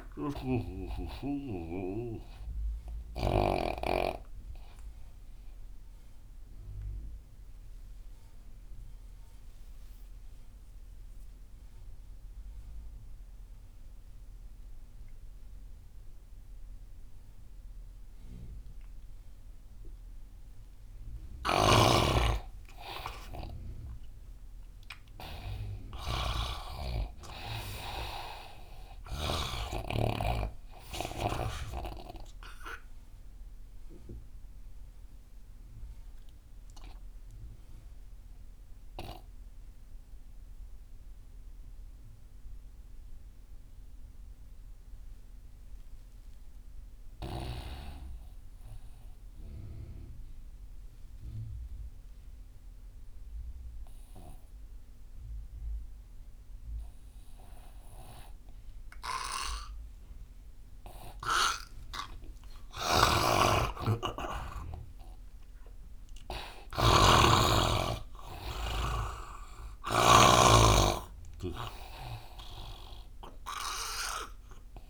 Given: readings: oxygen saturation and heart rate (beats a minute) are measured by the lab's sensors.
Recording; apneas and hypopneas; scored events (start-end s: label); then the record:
breathing in sleep by a room microphone; 2
0.00-4.00 s: snoring (device-marked)
0.00-11.00 s: oxygen desaturation (device-marked, oxygen 80% lowest)
6.50-25.00 s: obstructive apnea (oxygen 97% before, 83% lowest)
21.50-30.00 s: snoring (device-marked)
26.00-47.00 s: oxygen desaturation (device-marked, oxygen 99% before, 91% lowest)
27.50-32.00 s: arousal
37.00-63.00 s: mixed apnea (oxygen 99% before, 82% lowest)
61.00-74.90 s: oxygen desaturation (device-marked, oxygen 99% before, 87% lowest)
63.00-70.50 s: snoring (device-marked)
64.50-68.50 s: arousal
From the record:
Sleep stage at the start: N2 (light sleep); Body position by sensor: on the right side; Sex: male